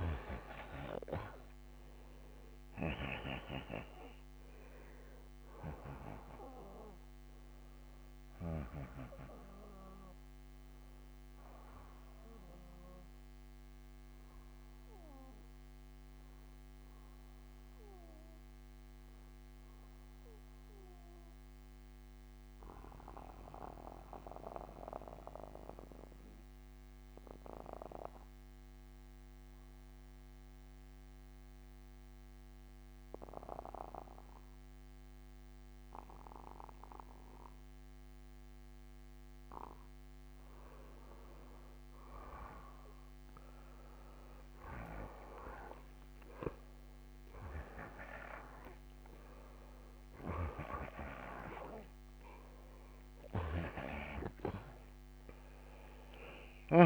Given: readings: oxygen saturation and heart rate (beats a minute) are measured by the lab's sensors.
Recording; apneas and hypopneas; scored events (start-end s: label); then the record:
breathing in sleep by a microphone on the trachea; 1
0.00-19.00 s: oxygen desaturation (device-marked, oxygen 88% lowest, heart rate 61 extreme)
20.00-39.00 s: mixed apnea (oxygen 95% before, 88% lowest, heart rate 64 before, 59 extreme, up 4 after)
36.00-47.00 s: oxygen desaturation (device-marked, oxygen 96% before, 91% lowest, heart rate 61 before, 59 extreme)
40.50-44.50 s: arousal
53.00-56.86 s: oxygen desaturation (device-marked, oxygen 92% before, 88% lowest, heart rate 62 before, 62 extreme)
From the record:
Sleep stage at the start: N2 (light sleep); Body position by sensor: on the back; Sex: male